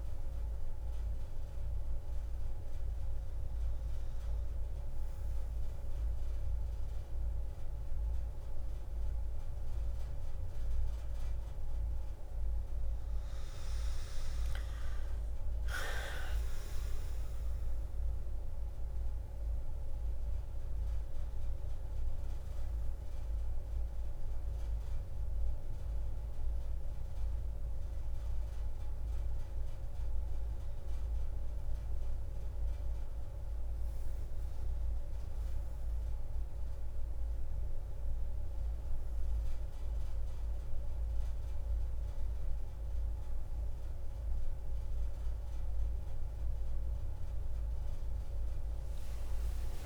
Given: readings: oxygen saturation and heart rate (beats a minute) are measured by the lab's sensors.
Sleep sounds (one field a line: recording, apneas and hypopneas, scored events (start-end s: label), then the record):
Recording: breathing in sleep, hard to hear, by a room microphone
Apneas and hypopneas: none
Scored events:
0.00-3.50 s: tachycardia (device-marked)
14.50-18.50 s: arousal
15.50-35.50 s: oxygen desaturation (device-marked, oxygen 98% before, 94% lowest)
From the record:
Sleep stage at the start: N1 (lightest sleep)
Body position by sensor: on the back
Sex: female